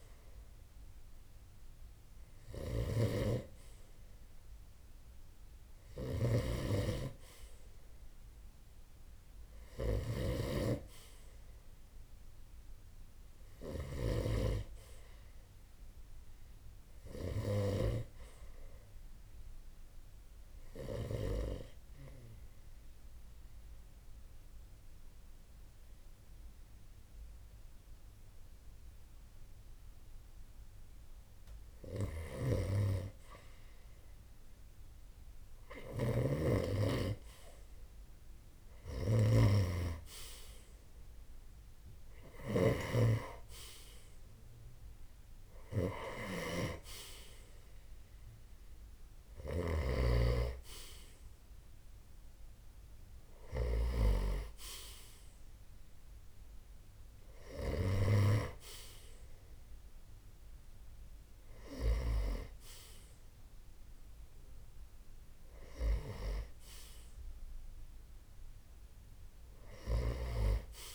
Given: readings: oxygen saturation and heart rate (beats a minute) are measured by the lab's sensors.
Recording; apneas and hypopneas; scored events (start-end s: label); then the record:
breathing in sleep by a room microphone; 1
0.00-17.50 s: snoring (device-marked)
21.00-32.00 s: obstructive apnea (oxygen 92% before, 83% lowest)
31.50-49.00 s: snoring (device-marked)
38.00-42.00 s: arousal
44.00-62.00 s: oxygen desaturation (device-marked, oxygen 91% before, 83% lowest)
From the record:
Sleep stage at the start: N2 (light sleep); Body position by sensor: on the right side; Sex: male